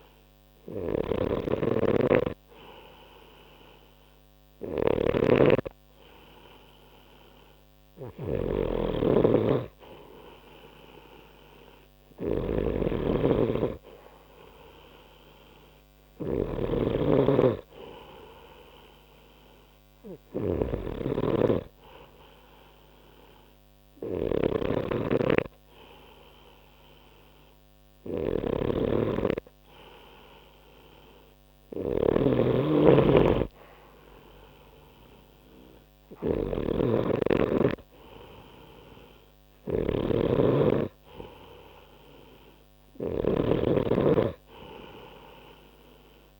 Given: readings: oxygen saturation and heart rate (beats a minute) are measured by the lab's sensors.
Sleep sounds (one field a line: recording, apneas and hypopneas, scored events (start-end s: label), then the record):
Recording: breathing in sleep by a microphone on the trachea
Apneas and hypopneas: none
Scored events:
0.00-46.40 s: snoring (device-marked)
14.50-46.40 s: new sleep stage, N3 (deep sleep)
From the record:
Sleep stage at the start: N2 (light sleep)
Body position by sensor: on the right side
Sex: male